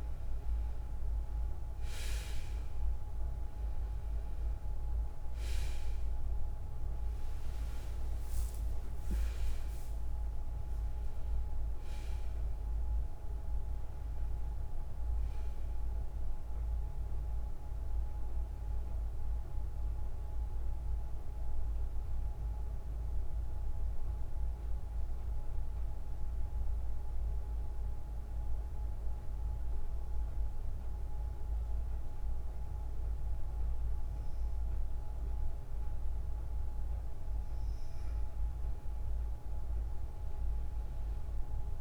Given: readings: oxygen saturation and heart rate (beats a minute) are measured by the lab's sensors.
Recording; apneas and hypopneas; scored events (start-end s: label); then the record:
breathing in sleep, hard to hear, by a room microphone; 1
0.00-3.00 s: arousal
0.00-26.50 s: oxygen desaturation (device-marked, oxygen 90% lowest, heart rate 56 extreme)
25.00-37.00 s: obstructive apnea (oxygen 94% before, 91% lowest, heart rate 65 before, 56 extreme, up 13 after)
From the record:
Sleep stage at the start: N2 (light sleep); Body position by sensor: on the back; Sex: female